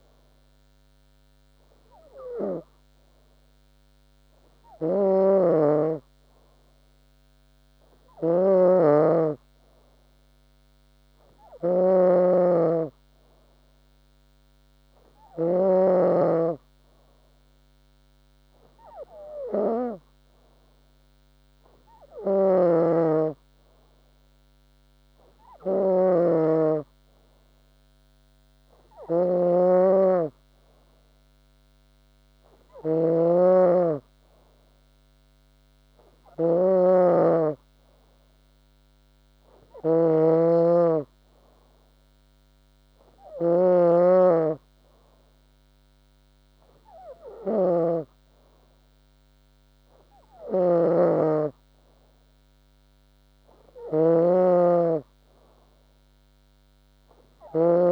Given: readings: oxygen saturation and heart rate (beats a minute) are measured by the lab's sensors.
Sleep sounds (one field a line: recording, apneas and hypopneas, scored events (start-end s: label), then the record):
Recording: breathing in sleep by a microphone on the trachea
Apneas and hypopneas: none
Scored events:
0.00-1.50 s: long interval between heartbeats (device-marked, heart rate 89 extreme)
22.00-24.00 s: long interval between heartbeats (device-marked, heart rate 70 before, 78 extreme)
37.00-40.50 s: arousal
38.50-40.50 s: long interval between heartbeats (device-marked, heart rate 74 before, 81 extreme)
41.00-43.00 s: long interval between heartbeats (device-marked, heart rate 76 before, 91 extreme)
50.50-52.50 s: long interval between heartbeats (device-marked, heart rate 77 before, 88 extreme)
From the record:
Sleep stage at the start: N2 (light sleep)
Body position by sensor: on the back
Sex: female